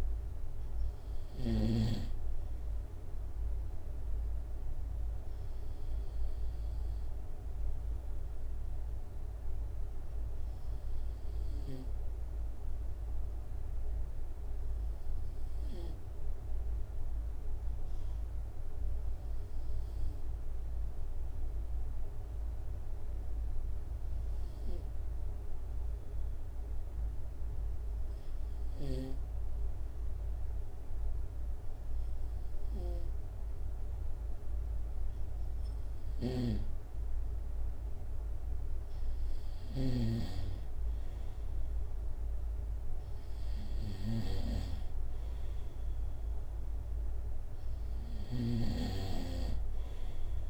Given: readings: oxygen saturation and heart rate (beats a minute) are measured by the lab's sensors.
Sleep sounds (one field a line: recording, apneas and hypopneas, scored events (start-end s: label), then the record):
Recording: breathing in sleep by a room microphone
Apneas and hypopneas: 1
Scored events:
7.50-35.00 s: obstructive apnea (oxygen 96% before, 93% lowest, heart rate 70 before, 66 extreme, up 1 after)
36.00-40.00 s: snoring (device-marked)
39.00-43.00 s: arousal
48.50-50.50 s: snoring (device-marked)
From the record:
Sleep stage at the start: N2 (light sleep)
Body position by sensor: on the right side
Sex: male